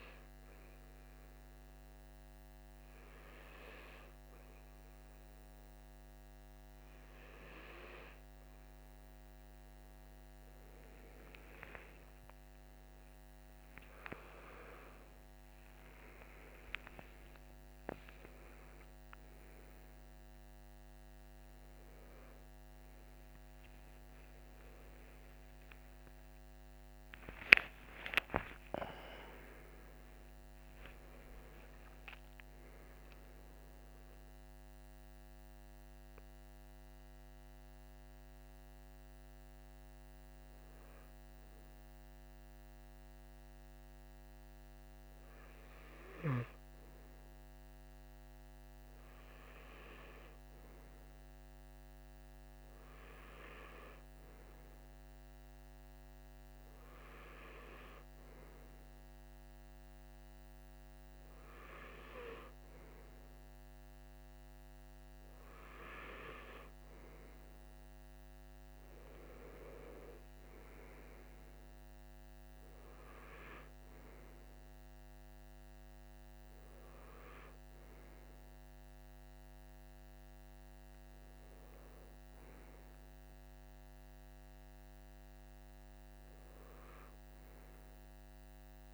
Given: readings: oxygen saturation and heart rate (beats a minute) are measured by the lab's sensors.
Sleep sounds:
a person partly awake in a sleep study, by a microphone on the trachea; none
1.00-31.00 s: new sleep stage, awake
31.00-88.94 s: new sleep stage, N2 (light sleep)
From the record:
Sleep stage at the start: N2 (light sleep); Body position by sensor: on the right side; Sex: male

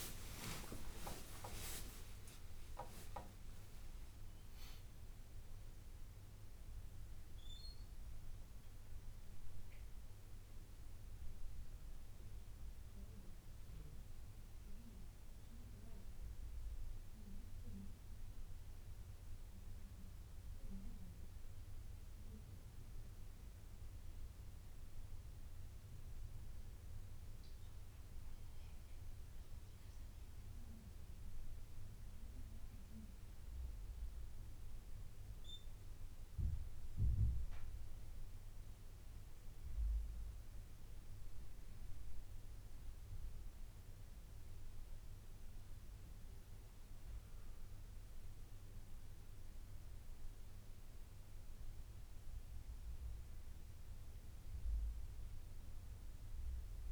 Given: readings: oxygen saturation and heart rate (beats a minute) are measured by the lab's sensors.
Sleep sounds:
breathing in sleep by a room microphone; none
0.00-2.50 s: arousal
From the record:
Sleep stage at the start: N1 (lightest sleep); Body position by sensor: on the right side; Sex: male

